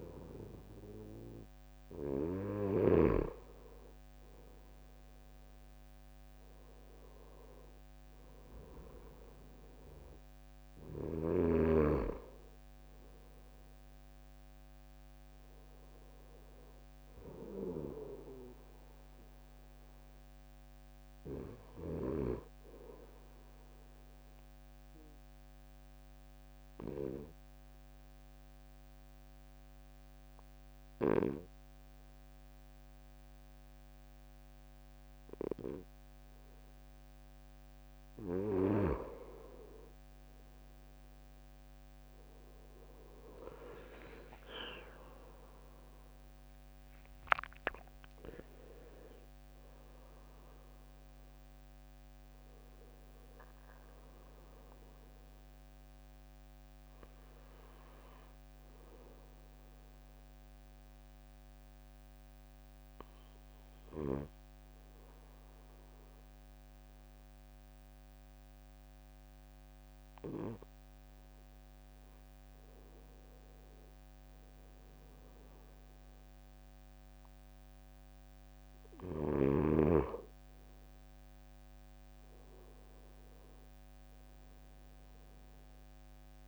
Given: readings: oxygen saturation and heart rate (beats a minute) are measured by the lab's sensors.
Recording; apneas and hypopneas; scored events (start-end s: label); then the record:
breathing in sleep by a microphone on the trachea; 2
0.00-14.00 s: oxygen desaturation (device-marked, oxygen 94% before, 91% lowest, heart rate 67 before, 63 extreme)
14.00-17.50 s: arousal
22.50-36.50 s: obstructive apnea (oxygen 95% before, 88% lowest, heart rate 68 before, 63 extreme, up 7 after)
40.00-73.00 s: oxygen desaturation (device-marked, oxygen 95% before, 88% lowest, heart rate 66 before, 59 extreme)
40.50-44.50 s: arousal
45.00-60.00 s: drop in pulse transit time (device-marked, heart rate 67 before, 63 extreme)
58.00-71.50 s: obstructive apnea (oxygen 95% before, 89% lowest, heart rate 70 before, 59 extreme, up 6 after)
64.00-68.00 s: bradycardia (device-marked, heart rate 68 before, 59 extreme)
73.50-77.00 s: arousal
From the record:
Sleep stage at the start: N2 (light sleep); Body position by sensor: on the right side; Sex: male